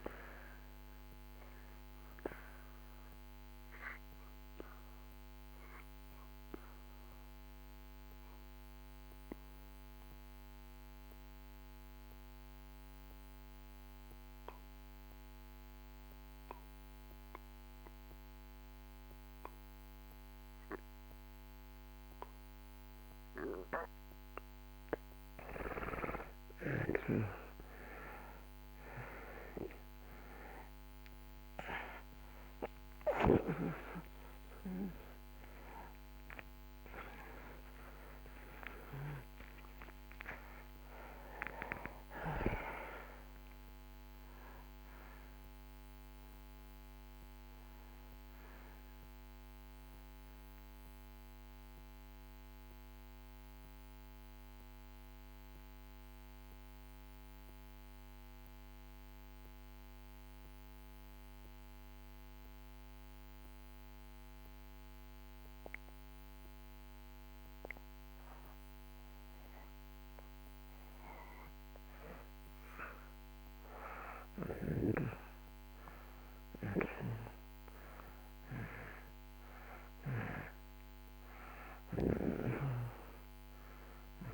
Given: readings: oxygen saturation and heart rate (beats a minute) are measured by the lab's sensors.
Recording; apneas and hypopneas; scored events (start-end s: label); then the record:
breathing in sleep by a microphone on the trachea; 2
0.00-22.00 s: oxygen desaturation (device-marked, oxygen 79% lowest)
3.00-24.00 s: obstructive apnea (oxygen 97% before, 77% lowest)
28.50-35.00 s: arousal
30.00-42.00 s: oxygen desaturation (device-marked, oxygen 95% before, 91% lowest)
51.00-68.00 s: oxygen desaturation (device-marked, oxygen 91% before, 77% lowest)
53.50-71.00 s: mixed apnea (oxygen 95% before, 77% lowest)
74.00-78.50 s: arousal
81.00-84.34 s: oxygen desaturation (device-marked, oxygen 98% before, 84% lowest)
From the record:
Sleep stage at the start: N2 (light sleep); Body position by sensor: on the back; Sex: male